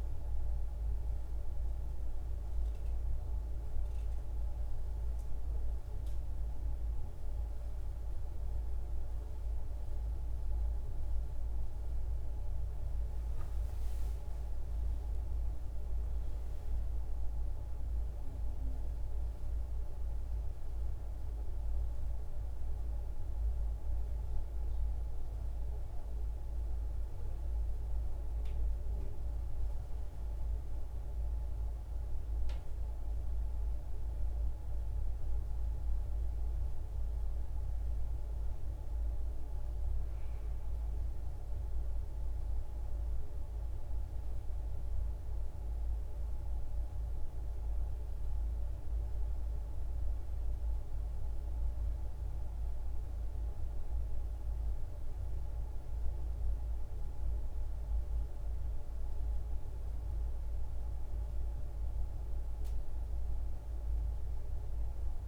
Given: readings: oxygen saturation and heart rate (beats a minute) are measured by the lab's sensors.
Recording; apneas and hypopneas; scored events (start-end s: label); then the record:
breathing in sleep, hard to hear, by a room microphone; none
18.50-22.50 s: arousal
From the record:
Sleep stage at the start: N2 (light sleep); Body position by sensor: on the back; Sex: female